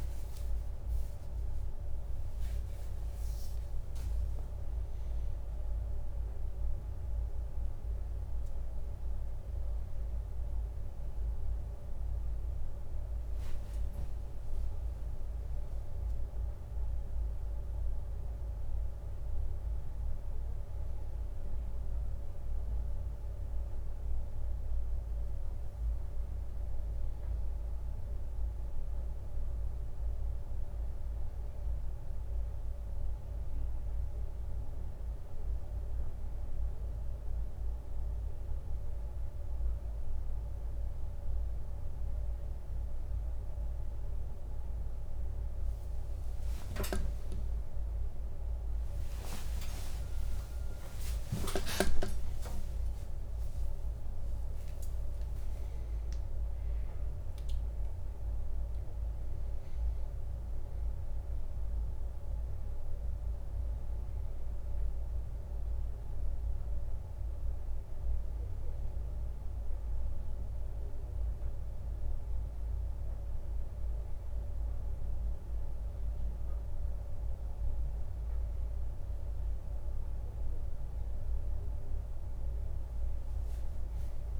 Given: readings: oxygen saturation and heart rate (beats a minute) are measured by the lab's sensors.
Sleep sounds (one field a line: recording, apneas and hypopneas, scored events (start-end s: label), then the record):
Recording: a person awake in a sleep study, hard to hear, by a room microphone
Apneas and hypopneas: none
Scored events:
46.50-48.50 s: leg movement (device-marked)
48.50-56.00 s: leg movement (device-marked)
75.00-78.50 s: leg movement (device-marked)
79.00-82.50 s: leg movement (device-marked)
From the record:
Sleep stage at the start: awake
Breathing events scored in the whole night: 223 in 6.4 hours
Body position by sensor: on the right side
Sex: male